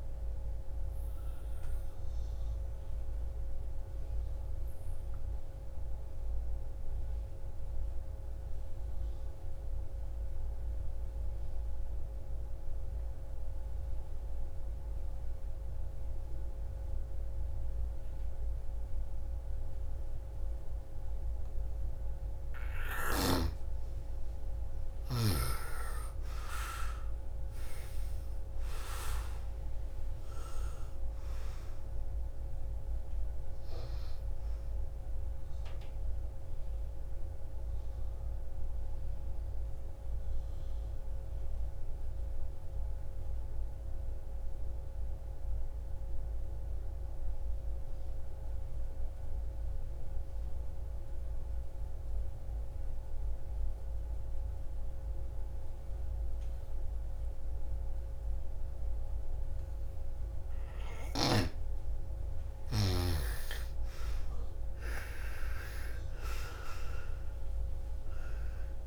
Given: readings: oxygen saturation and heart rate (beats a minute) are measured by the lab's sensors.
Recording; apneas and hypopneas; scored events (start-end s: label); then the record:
breathing in sleep by a room microphone; 2
0.00-11.00 s: oxygen desaturation (device-marked, oxygen 86% lowest, heart rate 55 extreme)
2.00-22.50 s: obstructive apnea (oxygen 99% before, 80% lowest, heart rate 62 before, 54 extreme, up 16 after)
23.00-46.00 s: oxygen desaturation (device-marked, oxygen 99% before, 86% lowest, heart rate 57 before, 49 extreme)
24.00-27.50 s: arousal
37.50-60.00 s: obstructive apnea (oxygen 99% before, 80% lowest, heart rate 64 before, 49 extreme, up 4 after)
55.00-68.87 s: oxygen desaturation (device-marked, oxygen 99% before, 80% lowest, heart rate 59 before, 45 extreme)
63.00-66.50 s: arousal
From the record:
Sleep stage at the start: N2 (light sleep); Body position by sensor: on the right side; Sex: female